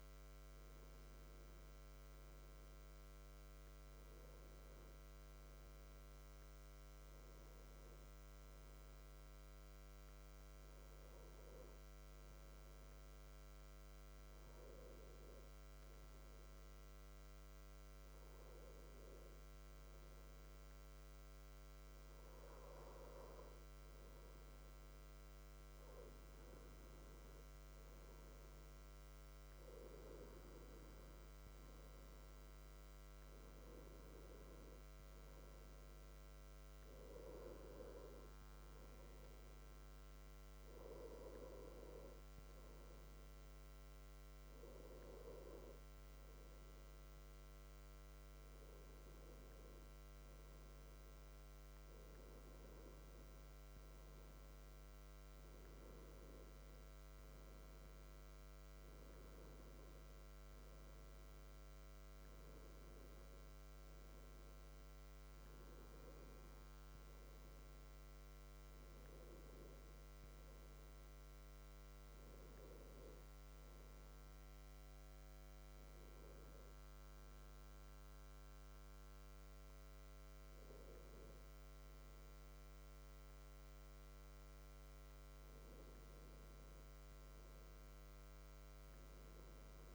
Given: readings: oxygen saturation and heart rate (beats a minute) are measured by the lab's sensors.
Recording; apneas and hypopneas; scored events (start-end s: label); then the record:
breathing in sleep by a microphone on the trachea; 1
2.00-6.00 s: arousal
66.50-70.00 s: arousal
73.00-85.00 s: hypopnea (oxygen 93% before, 92% lowest, heart rate 68 before, 65 extreme, up 1 after)
86.50-89.94 s: arousal
From the record:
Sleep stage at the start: N1 (lightest sleep); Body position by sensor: on the back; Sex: male